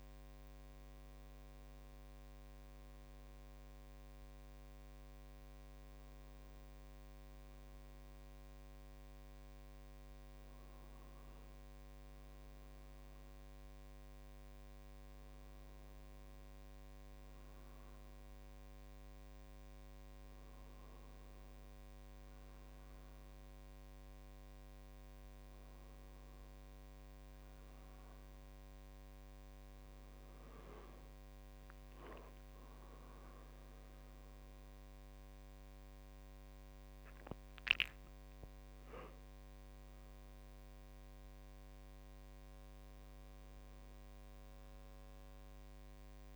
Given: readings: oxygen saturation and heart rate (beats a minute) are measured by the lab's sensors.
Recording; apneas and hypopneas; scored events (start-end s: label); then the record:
a person awake in a sleep study, hard to hear, by a microphone on the trachea; none
32.00-34.00 s: long interval between heartbeats (device-marked, heart rate 52 before, 61 extreme)
35.00-46.36 s: drop in pulse transit time (device-marked, heart rate 53 before, 51 extreme)
From the record:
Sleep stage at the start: awake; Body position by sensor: on the right side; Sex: male